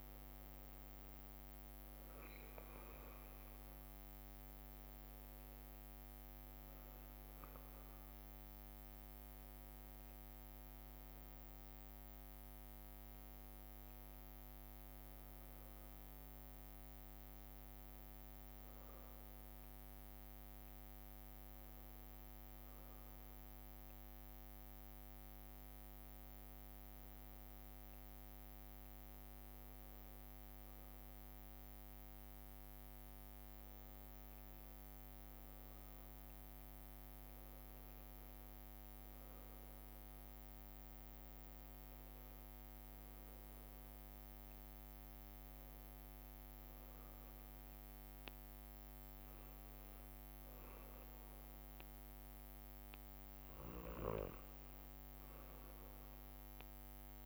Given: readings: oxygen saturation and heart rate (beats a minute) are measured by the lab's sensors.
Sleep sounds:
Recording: breathing in sleep, hard to hear, by a microphone on the trachea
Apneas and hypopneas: none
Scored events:
0.00-3.00 s: arousal
From the record:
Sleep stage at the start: N1 (lightest sleep)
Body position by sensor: on the back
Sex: male

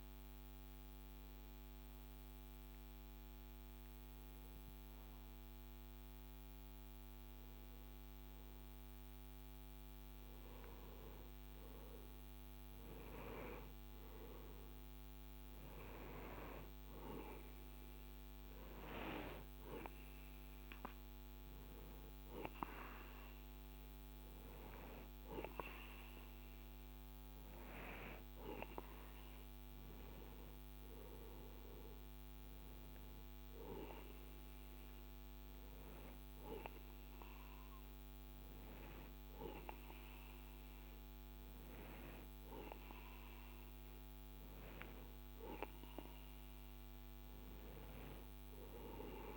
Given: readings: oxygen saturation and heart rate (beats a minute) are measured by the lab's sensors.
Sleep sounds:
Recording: breathing in sleep by a microphone on the trachea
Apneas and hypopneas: none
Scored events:
none scored
From the record:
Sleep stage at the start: N1 (lightest sleep)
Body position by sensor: on the right side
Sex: male

